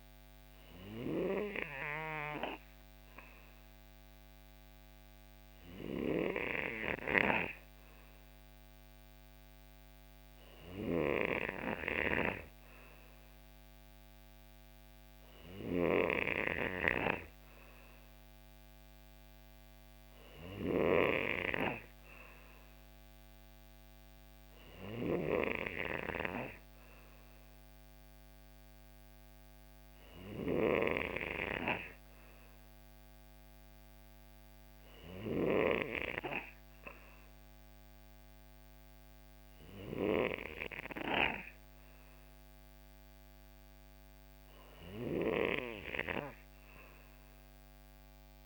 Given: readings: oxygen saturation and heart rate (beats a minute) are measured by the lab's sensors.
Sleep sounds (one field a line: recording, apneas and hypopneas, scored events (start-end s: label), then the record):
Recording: breathing in sleep by a microphone on the trachea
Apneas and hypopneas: none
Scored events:
none scored
From the record:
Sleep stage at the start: N3 (deep sleep)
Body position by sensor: on the right side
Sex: male